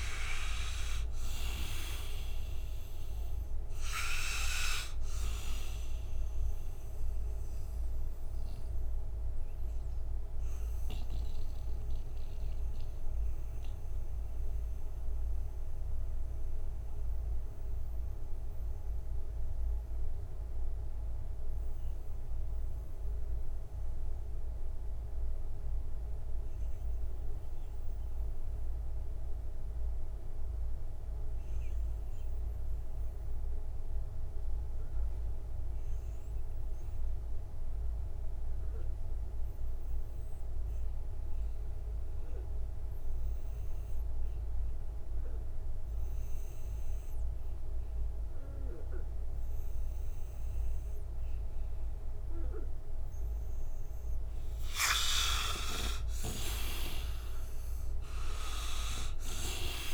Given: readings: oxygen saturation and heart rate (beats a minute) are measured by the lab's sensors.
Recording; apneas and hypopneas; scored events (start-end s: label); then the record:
breathing in sleep by a room microphone; 1
0.00-26.50 s: oxygen desaturation (device-marked, oxygen 83% lowest, heart rate 58 extreme)
7.00-54.50 s: mixed apnea (oxygen 98% before, 78% lowest, heart rate 79 before, 58 extreme, up 15 after)
43.50-59.94 s: oxygen desaturation (device-marked, oxygen 98% before, 78% lowest, heart rate 62 before, 58 extreme)
55.50-59.94 s: arousal
From the record:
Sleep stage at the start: N2 (light sleep); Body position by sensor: on the right side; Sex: male